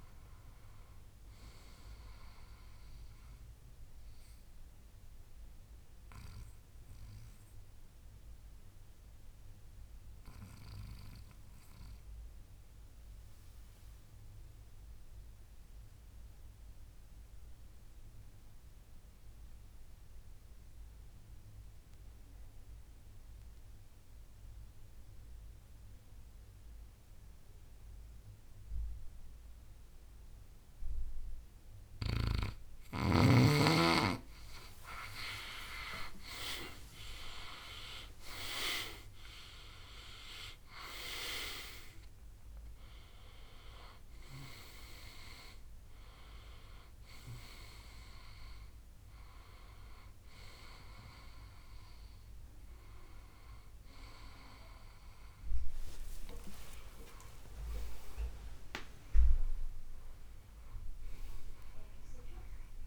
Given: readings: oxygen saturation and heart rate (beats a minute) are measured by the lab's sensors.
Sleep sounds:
breathing in sleep by a room microphone; 1
0.00-19.00 s: oxygen desaturation (device-marked, oxygen 93% lowest, heart rate 62 extreme)
3.00-33.00 s: obstructive apnea (oxygen 98% before, 90% lowest, heart rate 72 before, 62 extreme, up 17 after)
34.50-37.50 s: arousal
35.00-62.87 s: oxygen desaturation (device-marked, oxygen 98% before, 90% lowest, heart rate 65 before, 62 extreme)
44.50-46.50 s: long interval between heartbeats (device-marked, heart rate 70 before, 85 extreme)
57.50-62.00 s: arousal
From the record:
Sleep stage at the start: N1 (lightest sleep); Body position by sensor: on the back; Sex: male

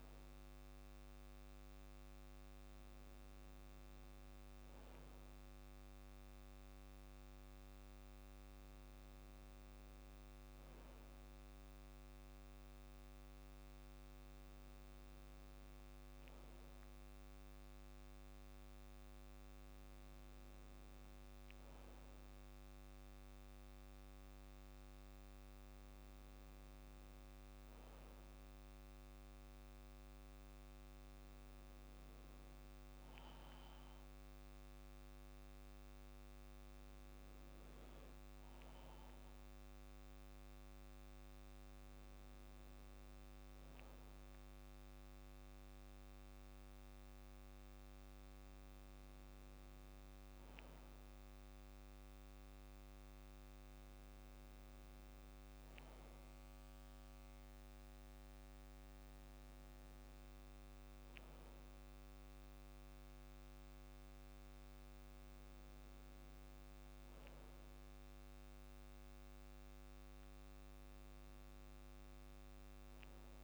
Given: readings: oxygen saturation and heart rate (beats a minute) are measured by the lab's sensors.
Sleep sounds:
breathing in sleep, hard to hear, by a microphone on the trachea; none
none scored
From the record:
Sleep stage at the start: N2 (light sleep); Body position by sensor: on the back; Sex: male

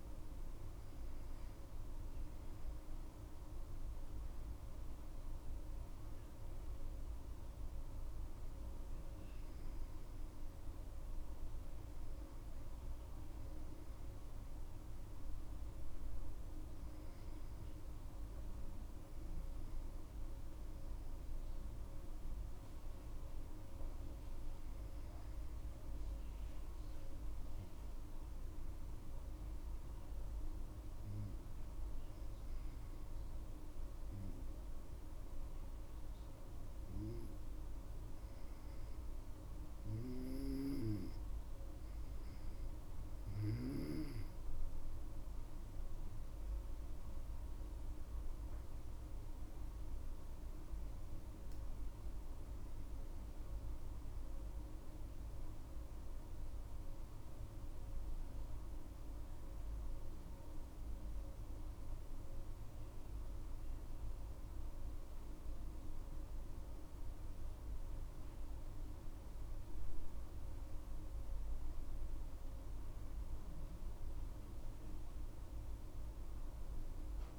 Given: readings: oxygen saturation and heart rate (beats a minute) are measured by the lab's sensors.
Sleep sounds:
breathing in sleep, hard to hear, by a room microphone; 1
16.50-19.00 s: arousal
22.00-43.50 s: obstructive apnea (oxygen 99% before, 96% lowest, heart rate 63 before, 58 extreme, up 15 after)
45.00-48.50 s: arousal
56.50-77.39 s: new sleep stage, N1 (lightest sleep)
From the record:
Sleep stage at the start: N2 (light sleep); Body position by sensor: on the back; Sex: female

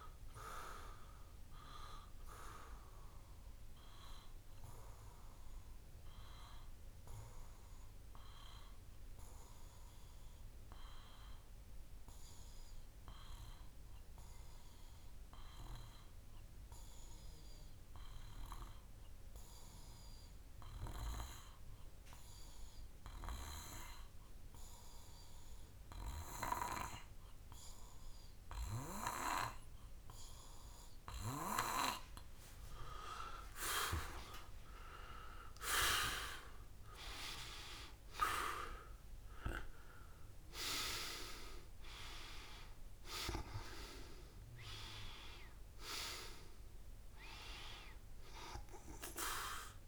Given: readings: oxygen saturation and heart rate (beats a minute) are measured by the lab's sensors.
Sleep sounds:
breathing in sleep by a room microphone; 1
0.00-1.00 s: long interval between heartbeats (device-marked, heart rate 135 extreme)
3.50-5.50 s: long interval between heartbeats (device-marked, heart rate 117 before, 96 extreme)
4.00-33.00 s: obstructive apnea (oxygen 97% before, 92% lowest)
10.00-12.00 s: long interval between heartbeats (device-marked, heart rate 112 before, 45 extreme)
14.50-16.50 s: long interval between heartbeats (device-marked, heart rate 92 before, 43 extreme)
16.50-18.50 s: long interval between heartbeats (device-marked, heart rate 83 before, 47 extreme)
30.00-32.00 s: long interval between heartbeats (device-marked, heart rate 38 before, 26 extreme)
34.50-38.00 s: arousal
34.50-49.88 s: oxygen desaturation (device-marked, oxygen 98% before, 94% lowest)
38.00-40.00 s: long interval between heartbeats (device-marked, heart rate 31 before, 31 extreme)
43.00-45.00 s: long interval between heartbeats (device-marked)
47.50-49.50 s: long interval between heartbeats (device-marked, heart rate 31 before, 45 extreme)
From the record:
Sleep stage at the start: N2 (light sleep); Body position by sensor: on the back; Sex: male

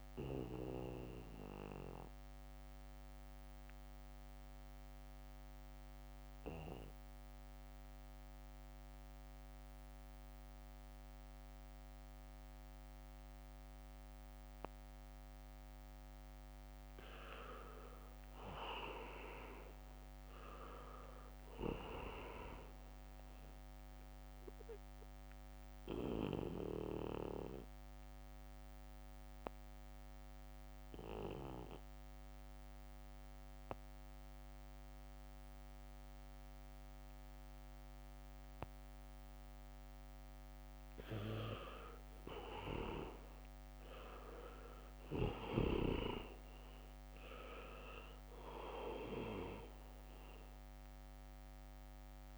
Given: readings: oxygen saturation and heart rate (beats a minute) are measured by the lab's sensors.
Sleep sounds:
breathing in sleep by a microphone on the trachea; 2
0.00-10.00 s: oxygen desaturation (device-marked, oxygen 86% lowest, heart rate 68 extreme)
1.50-17.50 s: mixed apnea (oxygen 98% before, 86% lowest, heart rate 71 before, 70 extreme, up 1 after)
17.00-27.00 s: leg movement (device-marked)
17.00-41.00 s: oxygen desaturation (device-marked, oxygen 99% before, 89% lowest, heart rate 74 before, 68 extreme)
19.00-22.50 s: arousal
25.50-41.00 s: obstructive apnea (oxygen 99% before, 84% lowest, heart rate 74 before, 68 extreme, up 4 after)
37.50-47.00 s: leg movement (device-marked)
43.50-47.50 s: arousal
47.00-52.38 s: oxygen desaturation (device-marked, oxygen 98% before, 88% lowest, heart rate 72 before, 68 extreme)
From the record:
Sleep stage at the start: N2 (light sleep); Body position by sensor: on the back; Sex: male

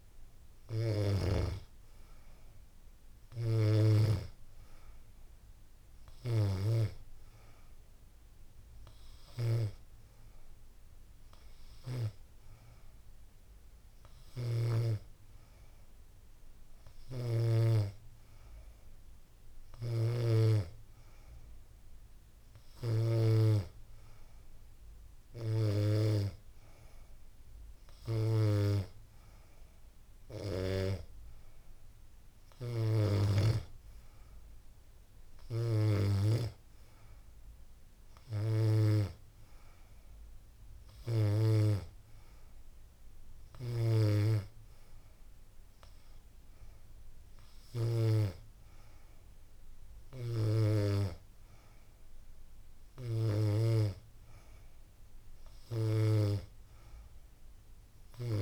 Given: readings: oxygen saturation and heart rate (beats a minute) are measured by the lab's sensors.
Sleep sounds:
breathing in sleep by a room microphone; none
none scored
From the record:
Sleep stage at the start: N2 (light sleep); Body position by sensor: on the back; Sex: female

